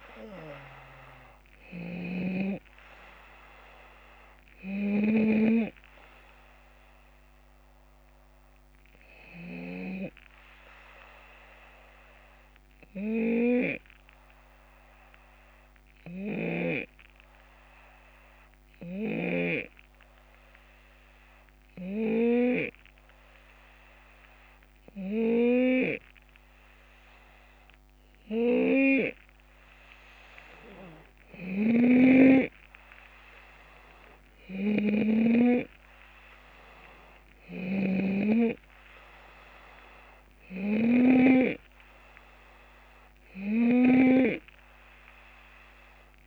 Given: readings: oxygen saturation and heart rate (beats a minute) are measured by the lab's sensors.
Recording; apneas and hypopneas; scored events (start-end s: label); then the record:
breathing in sleep by a microphone on the trachea; 1
0.00-8.50 s: drop in pulse transit time (device-marked, heart rate 76 extreme)
0.00-10.00 s: snoring (device-marked)
13.00-27.00 s: hypopnea (oxygen 91% before, 89% lowest, heart rate 77 before, 71 extreme, up 7 after)
18.50-22.00 s: snoring (device-marked)
30.00-33.00 s: arousal
31.50-44.00 s: snoring (device-marked)
From the record:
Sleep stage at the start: N2 (light sleep); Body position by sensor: on the left side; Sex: male